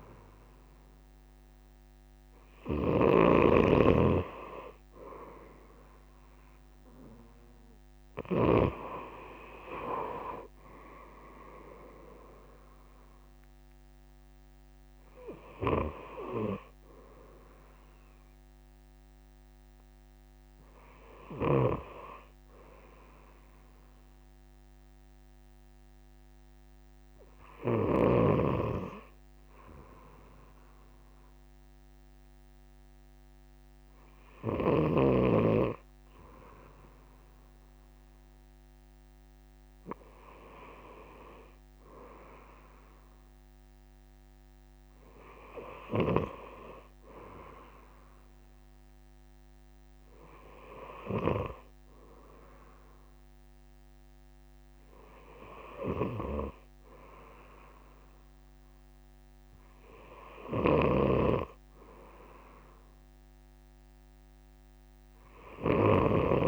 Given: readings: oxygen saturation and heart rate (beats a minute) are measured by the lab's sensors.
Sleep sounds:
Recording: breathing in sleep by a microphone on the trachea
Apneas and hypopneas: none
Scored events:
0.00-9.00 s: snoring (device-marked)
21.50-28.00 s: snoring (device-marked)
56.00-66.48 s: snoring (device-marked)
From the record:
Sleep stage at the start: N2 (light sleep)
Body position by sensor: on the right side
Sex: male

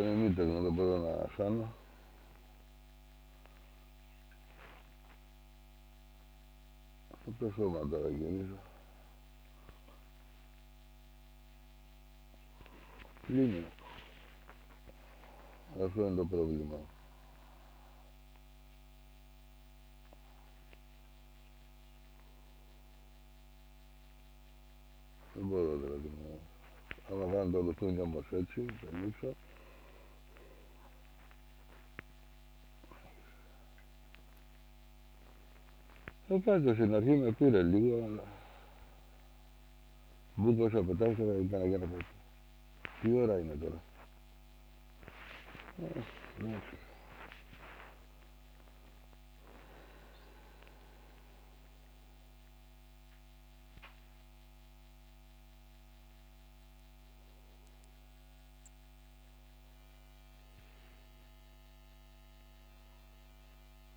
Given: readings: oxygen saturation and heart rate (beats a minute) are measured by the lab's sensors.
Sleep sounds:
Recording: a person awake in a sleep study, by a microphone on the trachea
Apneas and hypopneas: none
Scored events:
0.00-11.00 s: oxygen desaturation (device-marked, oxygen 83% lowest, heart rate 73 extreme)
7.00-13.00 s: snoring (device-marked)
35.50-40.00 s: snoring (device-marked)
62.00-63.97 s: new sleep stage, N1 (lightest sleep)
From the record:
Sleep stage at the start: awake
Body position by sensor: on the back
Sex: male

